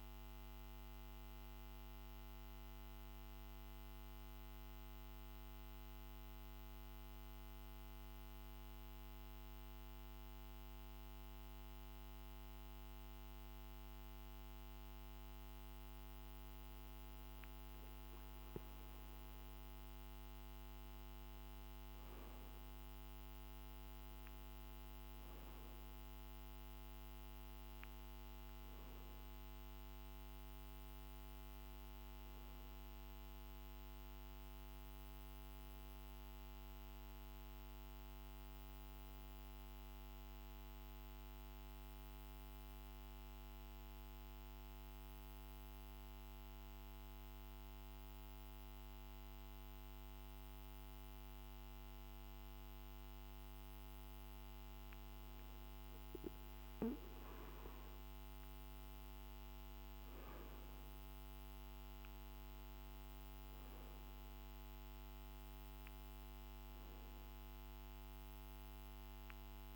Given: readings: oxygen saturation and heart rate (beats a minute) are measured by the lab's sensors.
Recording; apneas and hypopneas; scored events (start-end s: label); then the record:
breathing in sleep, hard to hear, by a microphone on the trachea; 2
1.00-16.00 s: obstructive apnea (oxygen 95% before, 94% lowest, heart rate 52 before, 49 extreme, up 3 after)
18.00-21.50 s: arousal
37.00-53.00 s: obstructive apnea (oxygen 97% before, 94% lowest, heart rate 51 before, 49 extreme, up 2 after)
55.50-59.50 s: arousal
From the record:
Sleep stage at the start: N2 (light sleep); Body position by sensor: on the back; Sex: male